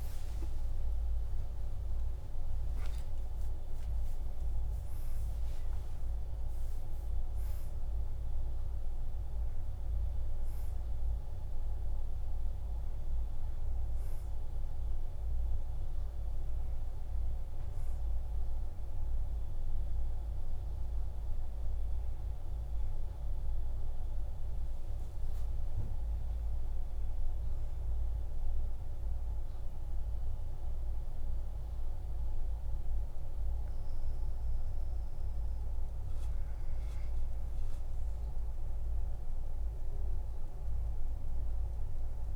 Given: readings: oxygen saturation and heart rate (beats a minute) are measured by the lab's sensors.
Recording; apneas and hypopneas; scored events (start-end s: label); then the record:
breathing in sleep, hard to hear, by a room microphone; 1
0.00-1.50 s: arousal
0.00-4.00 s: tachycardia (device-marked, heart rate 57 before, 109 extreme)
0.00-22.00 s: oxygen desaturation (device-marked, oxygen 99% before, 94% lowest, heart rate 53 before, 51 extreme)
3.50-5.50 s: long interval between heartbeats (device-marked, heart rate 57 before, 103 extreme)
21.00-24.50 s: arousal
27.00-37.50 s: obstructive apnea (oxygen 99% before, 94% lowest, heart rate 60 before, 51 extreme, up 7 after)
40.00-42.36 s: oxygen desaturation (device-marked, oxygen 98% before, 94% lowest, heart rate 53 before, 55 extreme)
From the record:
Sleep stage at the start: N2 (light sleep); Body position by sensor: on the back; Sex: male